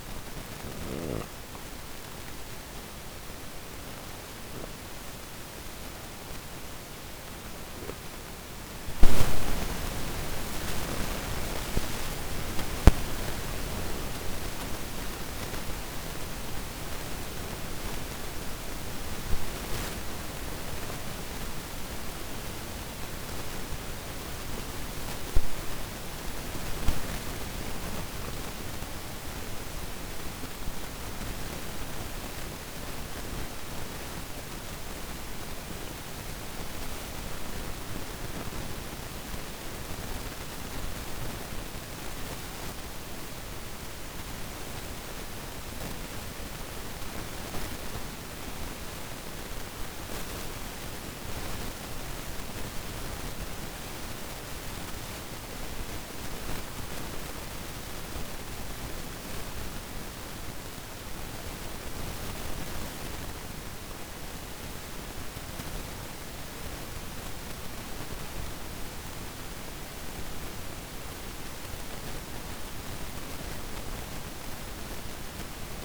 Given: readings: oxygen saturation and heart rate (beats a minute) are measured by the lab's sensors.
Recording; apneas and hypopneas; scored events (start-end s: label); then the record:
breathing in sleep by a microphone on the trachea; none
0.00-10.50 s: oxygen desaturation (device-marked, oxygen 94% lowest)
34.00-39.00 s: arousal
From the record:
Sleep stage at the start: N2 (light sleep); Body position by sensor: on the back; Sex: female